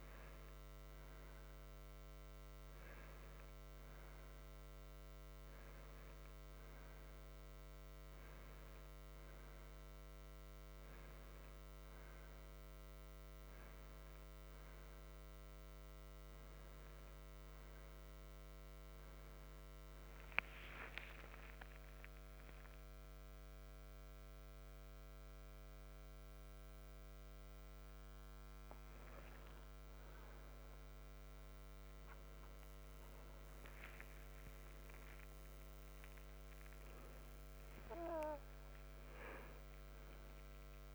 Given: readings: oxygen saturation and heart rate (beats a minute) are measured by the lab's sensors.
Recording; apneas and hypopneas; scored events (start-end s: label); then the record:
a person awake in a sleep study, by a microphone on the trachea; none
15.50-40.95 s: new sleep stage, awake
From the record:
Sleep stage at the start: N2 (light sleep); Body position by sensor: on the right side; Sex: male